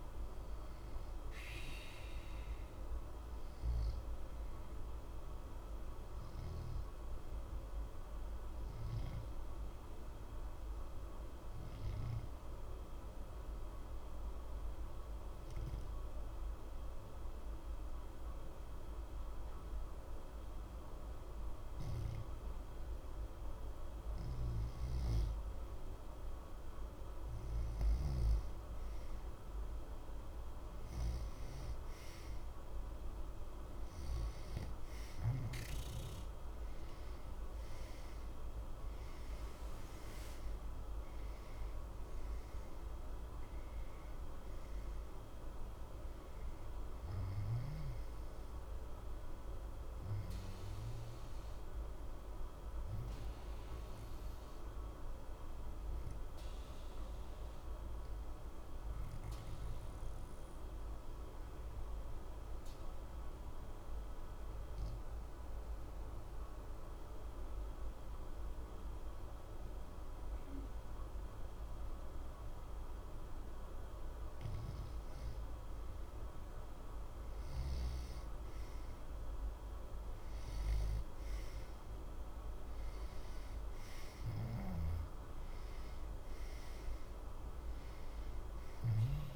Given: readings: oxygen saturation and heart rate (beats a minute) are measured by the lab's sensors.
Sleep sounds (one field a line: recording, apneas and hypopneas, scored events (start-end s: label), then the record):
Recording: breathing in sleep, hard to hear, by a room microphone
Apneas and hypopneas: 2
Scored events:
3.00-24.00 s: obstructive apnea (oxygen 92% before, 87% lowest, heart rate 60 before, 60 extreme, up 1 after)
24.50-30.50 s: arousal
36.50-68.50 s: oxygen desaturation (device-marked, oxygen 93% before, 87% lowest, heart rate 60 before, 60 extreme)
52.00-72.00 s: obstructive apnea (oxygen 93% before, 87% lowest, heart rate 60 before, 60 extreme, up 2 after)
74.00-78.00 s: arousal
From the record:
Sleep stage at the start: N2 (light sleep)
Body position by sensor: on the back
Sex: male